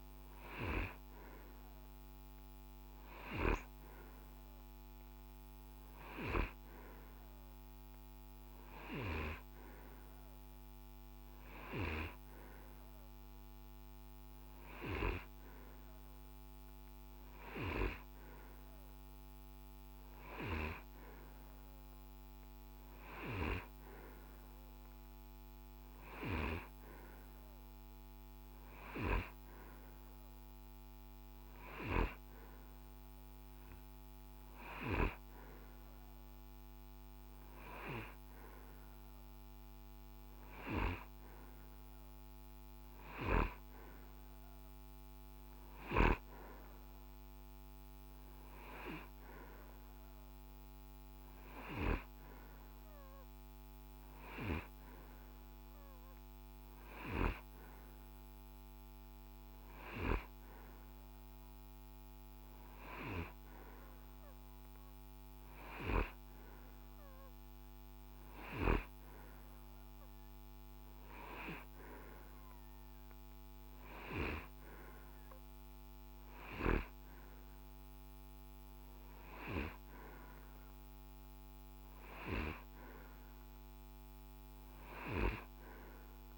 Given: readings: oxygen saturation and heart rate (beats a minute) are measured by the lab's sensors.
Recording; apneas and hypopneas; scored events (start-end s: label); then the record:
breathing in sleep by a microphone on the trachea; none
none scored
From the record:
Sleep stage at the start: N2 (light sleep); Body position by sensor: on the right side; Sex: male